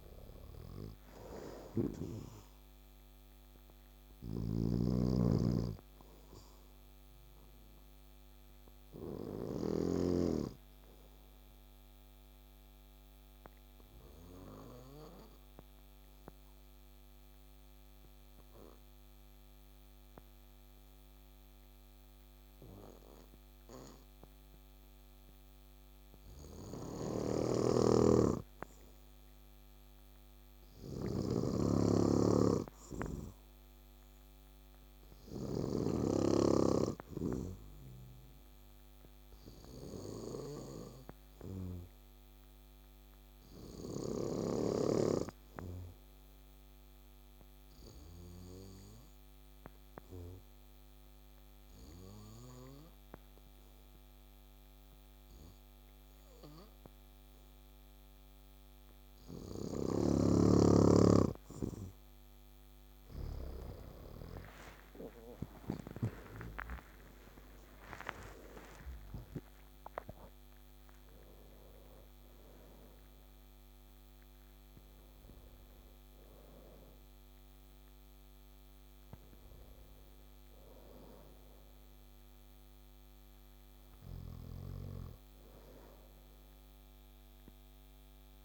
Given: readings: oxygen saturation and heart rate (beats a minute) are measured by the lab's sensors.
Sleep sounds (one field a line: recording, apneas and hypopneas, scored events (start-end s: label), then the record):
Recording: breathing in sleep by a microphone on the trachea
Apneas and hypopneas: 1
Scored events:
0.00-20.00 s: oxygen desaturation (device-marked, oxygen 93% lowest, heart rate 60 extreme)
4.00-10.00 s: snoring (device-marked)
7.00-60.00 s: obstructive apnea (oxygen 99% before, 92% lowest, heart rate 70 before, 60 extreme, up 12 after)
27.00-35.50 s: snoring (device-marked)
31.00-55.00 s: oxygen desaturation (device-marked, oxygen 99% before, 93% lowest, heart rate 61 before, 60 extreme)
64.50-69.00 s: arousal
78.00-88.45 s: oxygen desaturation (device-marked, oxygen 95% before, 92% lowest, heart rate 69 before, 58 extreme)
From the record:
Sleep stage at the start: N2 (light sleep)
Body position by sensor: on the back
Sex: male